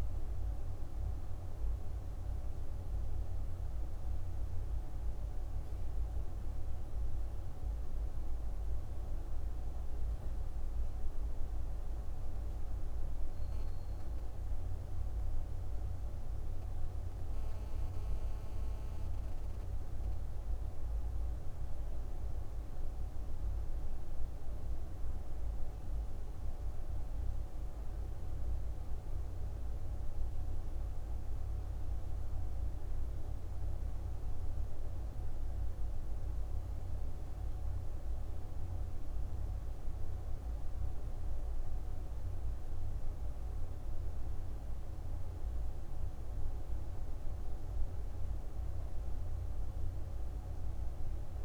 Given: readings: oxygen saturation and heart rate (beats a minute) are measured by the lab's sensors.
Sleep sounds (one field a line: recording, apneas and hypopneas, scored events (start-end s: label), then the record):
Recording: breathing in sleep, hard to hear, by a room microphone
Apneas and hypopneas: none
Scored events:
none scored
From the record:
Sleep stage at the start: N1 (lightest sleep)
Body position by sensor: on the back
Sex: female